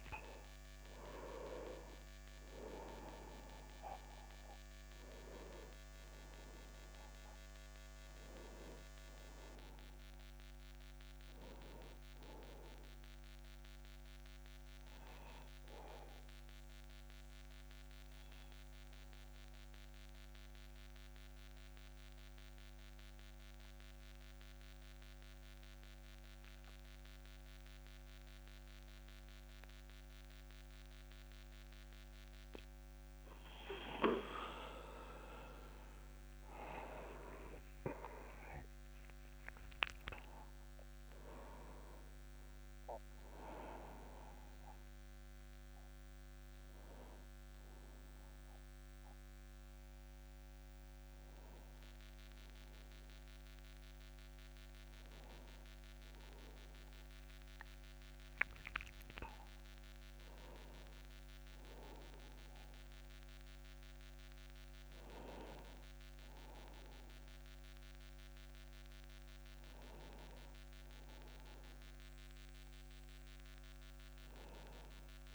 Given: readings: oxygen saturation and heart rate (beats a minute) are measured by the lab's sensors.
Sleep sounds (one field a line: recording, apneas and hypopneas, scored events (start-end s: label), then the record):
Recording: breathing in sleep by a microphone on the trachea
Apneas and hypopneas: 1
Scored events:
0.00-20.00 s: oxygen desaturation (device-marked, oxygen 93% lowest)
10.00-75.34 s: new sleep stage, N2 (light sleep)
14.00-34.50 s: obstructive apnea (oxygen 97% before, 92% lowest, heart rate 55 before, 25 extreme, up 55 after)
36.00-39.00 s: arousal
40.00-59.00 s: oxygen desaturation (device-marked, oxygen 98% before, 92% lowest, heart rate 53 before, 30 extreme)
60.00-65.00 s: arousal
From the record:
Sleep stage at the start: N1 (lightest sleep)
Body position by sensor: on the back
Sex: male